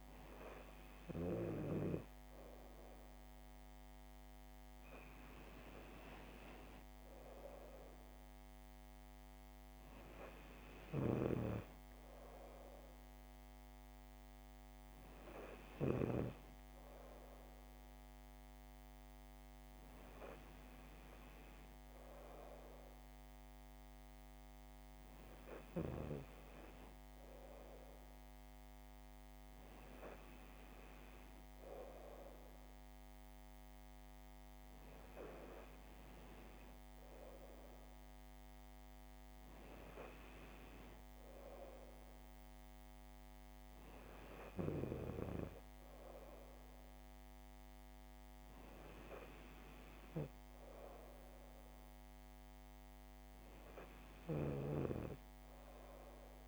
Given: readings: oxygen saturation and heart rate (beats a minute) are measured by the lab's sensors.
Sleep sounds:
breathing in sleep by a microphone on the trachea; none
none scored
From the record:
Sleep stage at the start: N2 (light sleep); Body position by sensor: on the back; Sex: female

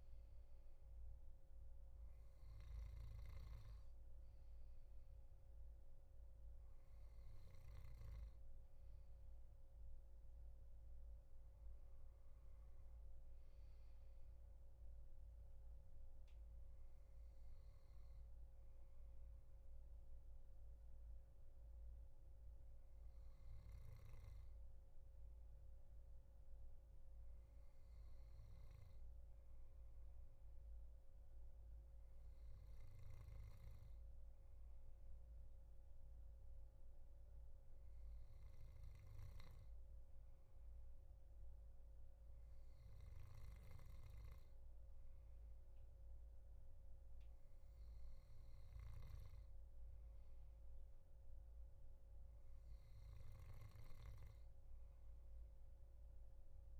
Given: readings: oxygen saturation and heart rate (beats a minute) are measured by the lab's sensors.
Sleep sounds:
breathing in sleep, hard to hear, by a room microphone; none
0.00-2.50 s: arousal
From the record:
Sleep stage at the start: N2 (light sleep); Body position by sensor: on the back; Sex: male

